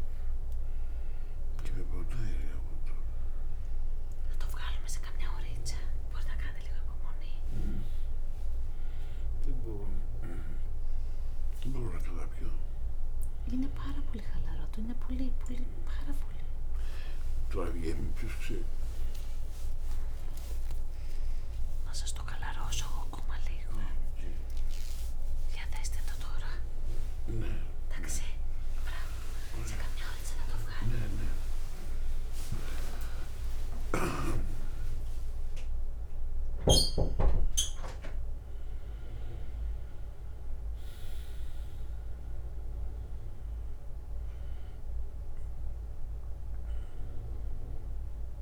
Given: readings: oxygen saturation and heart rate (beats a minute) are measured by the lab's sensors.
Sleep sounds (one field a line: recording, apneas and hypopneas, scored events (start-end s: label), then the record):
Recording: a person awake in a sleep study, by a room microphone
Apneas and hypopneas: none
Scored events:
0.50-2.50 s: long interval between heartbeats (device-marked, heart rate 92 before, 132 extreme)
7.00-17.50 s: snoring (device-marked)
30.50-39.50 s: tachycardia (device-marked, heart rate 48 before, 105 extreme)
34.00-36.00 s: long interval between heartbeats (device-marked, heart rate 87 before, 105 extreme)
34.50-48.42 s: drop in pulse transit time (device-marked)
45.50-47.50 s: long interval between heartbeats (device-marked)
From the record:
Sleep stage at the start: awake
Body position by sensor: on the right side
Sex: male